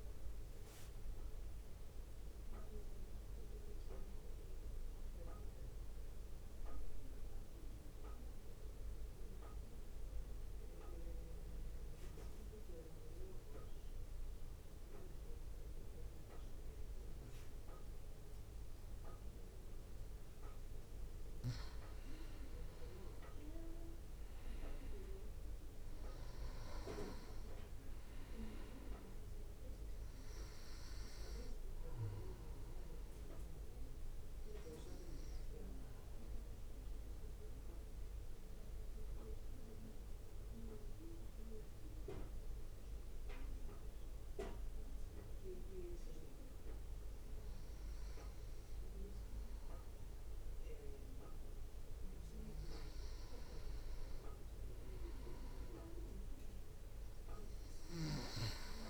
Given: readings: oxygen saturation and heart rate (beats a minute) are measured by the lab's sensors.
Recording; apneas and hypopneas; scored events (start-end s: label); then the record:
breathing in sleep by a room microphone; 2
0.00-4.00 s: drop in pulse transit time (device-marked, heart rate 55 extreme)
5.50-22.50 s: central apnea (oxygen 98% before, 93% lowest, heart rate 60 before, 55 extreme, up 5 after)
23.00-34.00 s: drop in pulse transit time (device-marked, heart rate 60 before, 55 extreme)
24.00-28.00 s: arousal
27.00-46.00 s: oxygen desaturation (device-marked, oxygen 97% before, 93% lowest, heart rate 61 before, 57 extreme)
33.00-50.50 s: obstructive apnea (oxygen 97% before, 90% lowest, heart rate 61 before, 57 extreme, up 2 after)
52.50-56.00 s: arousal
From the record:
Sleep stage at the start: N2 (light sleep); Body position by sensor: on the back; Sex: male